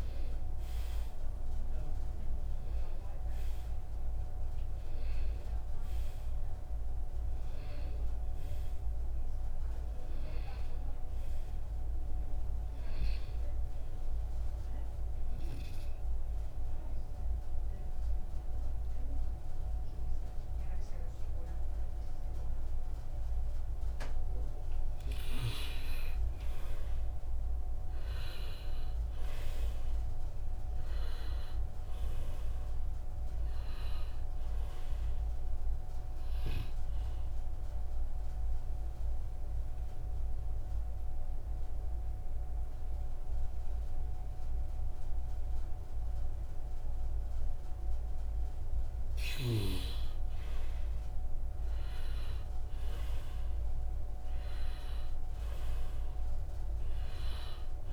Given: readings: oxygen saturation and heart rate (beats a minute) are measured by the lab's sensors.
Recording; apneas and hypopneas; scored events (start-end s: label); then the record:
breathing in sleep, hard to hear, by a room microphone; 2
3.50-22.50 s: oxygen desaturation (device-marked, oxygen 95% before, 80% lowest, heart rate 64 before, 60 extreme)
15.50-26.50 s: obstructive apnea (oxygen 96% before, 83% lowest, heart rate 63 before, 60 extreme, up 0 after)
29.00-32.50 s: arousal
35.50-50.50 s: oxygen desaturation (device-marked, oxygen 97% before, 85% lowest, heart rate 64 before, 61 extreme)
35.50-57.93 s: new sleep stage, N2 (light sleep)
38.00-49.50 s: obstructive apnea (oxygen 98% before, 85% lowest, heart rate 64 before, 61 extreme, up 0 after)
52.50-55.50 s: arousal
From the record:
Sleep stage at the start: N1 (lightest sleep); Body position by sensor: on the left side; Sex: male